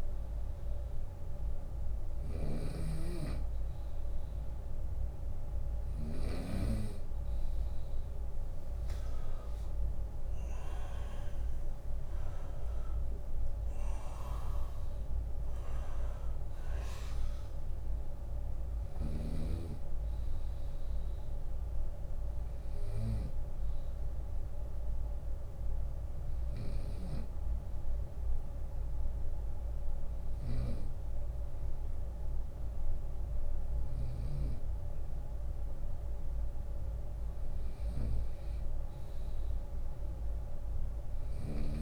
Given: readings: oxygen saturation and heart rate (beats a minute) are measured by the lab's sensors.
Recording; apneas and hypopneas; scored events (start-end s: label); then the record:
breathing in sleep by a room microphone; 1
0.00-5.50 s: snoring (device-marked)
10.50-20.50 s: drop in pulse transit time (device-marked, heart rate 75 before, 75 extreme)
12.00-15.50 s: arousal
25.00-36.00 s: hypopnea (oxygen 95% before, 93% lowest, heart rate 75 before, 69 extreme, up 5 after)
39.00-41.82 s: arousal
40.50-41.82 s: snoring (device-marked)
From the record:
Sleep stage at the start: N2 (light sleep); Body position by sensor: on the right side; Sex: male